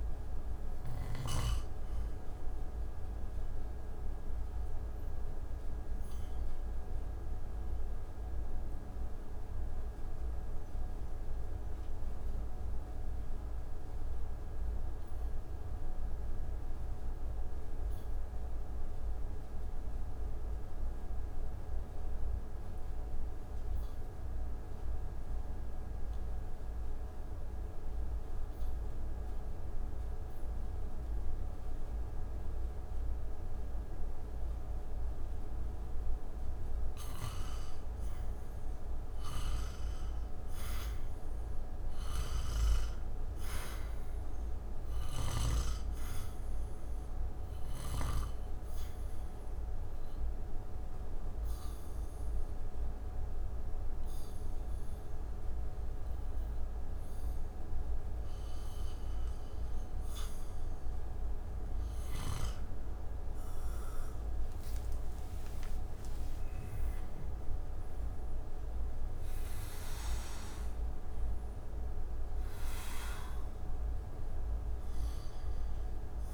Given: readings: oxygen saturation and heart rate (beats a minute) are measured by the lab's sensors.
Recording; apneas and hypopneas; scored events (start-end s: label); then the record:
breathing in sleep, hard to hear, by a room microphone; 2
0.00-24.00 s: oxygen desaturation (device-marked, oxygen 81% lowest)
1.50-36.00 s: mixed apnea (oxygen 97% before, 76% lowest)
32.00-72.00 s: oxygen desaturation (device-marked, oxygen 98% before, 76% lowest)
38.00-42.00 s: arousal
48.50-61.50 s: obstructive apnea (oxygen 98% before, 76% lowest)
63.00-67.00 s: arousal
From the record:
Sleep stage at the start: REM sleep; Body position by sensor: on the back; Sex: male